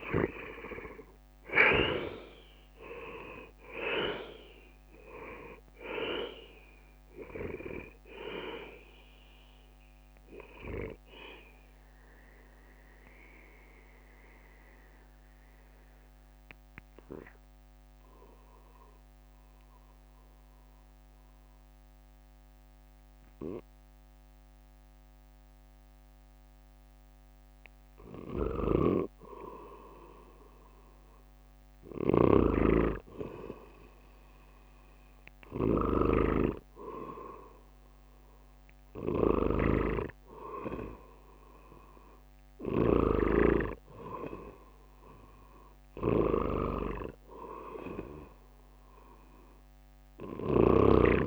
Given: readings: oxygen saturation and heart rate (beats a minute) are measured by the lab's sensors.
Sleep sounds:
breathing in sleep by a microphone on the trachea; 1
0.00-2.50 s: arousal
0.00-29.50 s: oxygen desaturation (device-marked, oxygen 62% lowest, heart rate 56 extreme)
0.50-13.50 s: drop in pulse transit time (device-marked, heart rate 65 before, 65 extreme)
12.00-28.00 s: central apnea (oxygen 77% before, 62% lowest, heart rate 73 before, 58 extreme, up 3 after)
32.50-38.50 s: arousal
From the record:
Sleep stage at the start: REM sleep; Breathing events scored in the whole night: 244 in 3.6 hours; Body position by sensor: on the right side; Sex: male

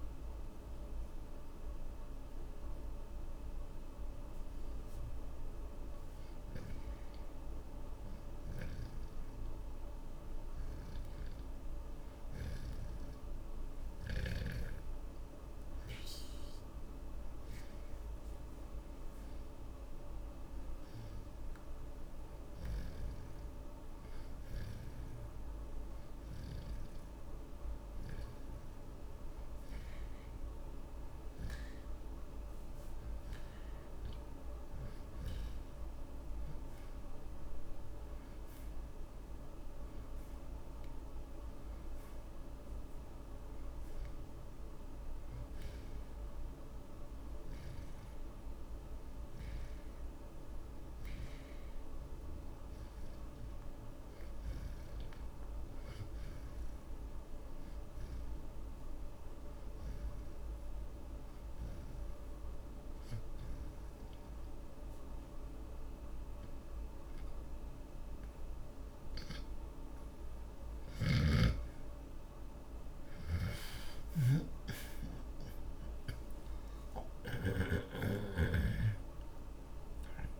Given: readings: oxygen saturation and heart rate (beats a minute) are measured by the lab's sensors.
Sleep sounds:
breathing in sleep, hard to hear, by a room microphone; 3
0.00-16.00 s: oxygen desaturation (device-marked, oxygen 75% lowest)
1.50-11.50 s: hypopnea (oxygen 85% before, 74% lowest)
13.00-17.50 s: arousal
24.00-37.00 s: oxygen desaturation (device-marked, oxygen 84% before, 76% lowest)
24.50-34.50 s: hypopnea (oxygen 84% before, 71% lowest)
36.50-40.00 s: arousal
39.00-57.00 s: oxygen desaturation (device-marked, oxygen 79% before, 74% lowest)
58.50-70.50 s: hypopnea (oxygen 79% before, 71% lowest)
69.00-80.40 s: oxygen desaturation (device-marked, oxygen 79% before, 71% lowest)
71.00-74.50 s: snoring (device-marked)
76.50-80.40 s: arousal
From the record:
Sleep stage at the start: N2 (light sleep); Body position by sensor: on the back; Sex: male

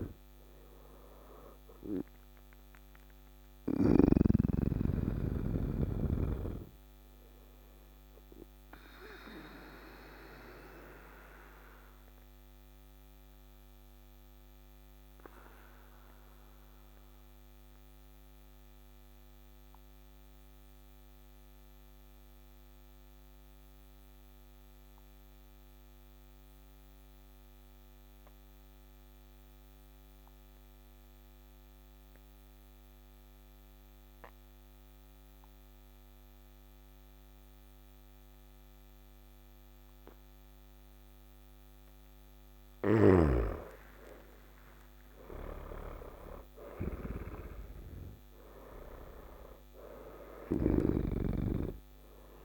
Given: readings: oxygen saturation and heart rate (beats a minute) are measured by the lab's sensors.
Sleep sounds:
breathing in sleep by a microphone on the trachea; 1
0.00-3.50 s: snoring (device-marked)
0.00-15.50 s: oxygen desaturation (device-marked, oxygen 91% lowest, heart rate 55 extreme)
11.50-40.50 s: obstructive apnea (oxygen 98% before, 90% lowest, heart rate 63 before, 55 extreme, up 10 after)
34.50-52.45 s: oxygen desaturation (device-marked, oxygen 99% before, 90% lowest, heart rate 57 before, 52 extreme)
43.00-47.50 s: arousal
49.50-52.45 s: snoring (device-marked)
From the record:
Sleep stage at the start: N2 (light sleep); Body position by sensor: on the back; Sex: male

